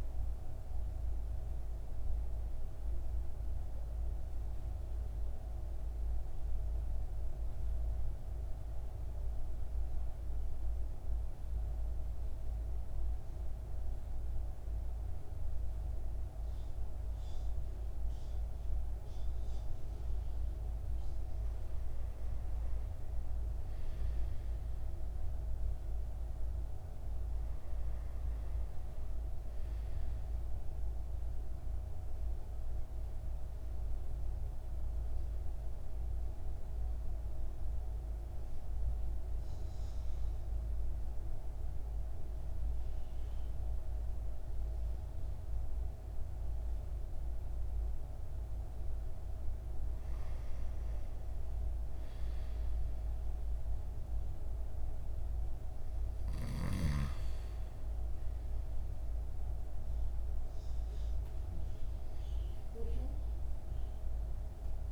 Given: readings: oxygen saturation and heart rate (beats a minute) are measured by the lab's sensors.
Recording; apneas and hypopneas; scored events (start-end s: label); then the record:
breathing in sleep, hard to hear, by a room microphone; 2
0.00-5.00 s: oxygen desaturation (device-marked, oxygen 89% lowest, heart rate 54 extreme)
1.00-20.50 s: central apnea (oxygen 97% before, 91% lowest, heart rate 62 before, 54 extreme, up 4 after)
22.00-25.00 s: arousal
23.00-42.00 s: oxygen desaturation (device-marked, oxygen 98% before, 91% lowest, heart rate 55 before, 55 extreme)
32.00-48.50 s: obstructive apnea (oxygen 98% before, 90% lowest, heart rate 56 before, 53 extreme, up 4 after)
51.00-54.00 s: arousal
58.00-64.92 s: oxygen desaturation (device-marked, oxygen 97% before, 91% lowest, heart rate 57 before, 53 extreme)
From the record:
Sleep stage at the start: N2 (light sleep); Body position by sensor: on the back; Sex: male